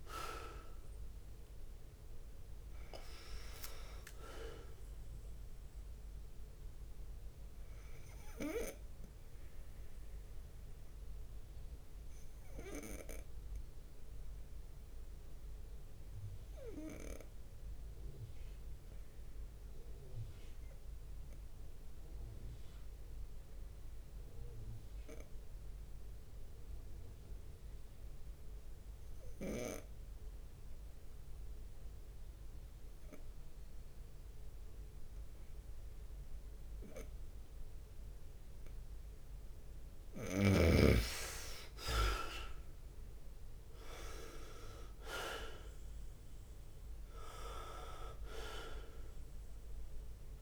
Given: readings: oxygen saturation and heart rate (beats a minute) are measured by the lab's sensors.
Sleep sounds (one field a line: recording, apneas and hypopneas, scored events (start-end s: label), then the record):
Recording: breathing in sleep by a room microphone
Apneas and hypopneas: 1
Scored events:
0.00-2.50 s: arousal
0.00-22.00 s: oxygen desaturation (device-marked, oxygen 94% lowest)
0.00-50.42 s: bradycardia (device-marked)
1.50-3.50 s: long interval between heartbeats (device-marked)
2.50-6.50 s: leg movement (device-marked)
13.00-39.50 s: obstructive apnea (oxygen 99% before, 90% lowest)
19.50-21.50 s: long interval between heartbeats (device-marked)
29.50-31.50 s: long interval between heartbeats (device-marked)
35.50-38.00 s: leg movement (device-marked)
36.00-50.42 s: oxygen desaturation (device-marked, oxygen 98% before, 90% lowest)
38.50-46.50 s: leg movement (device-marked)
42.50-46.50 s: arousal
43.50-45.50 s: long interval between heartbeats (device-marked)
From the record:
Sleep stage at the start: N2 (light sleep)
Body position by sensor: on the right side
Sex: male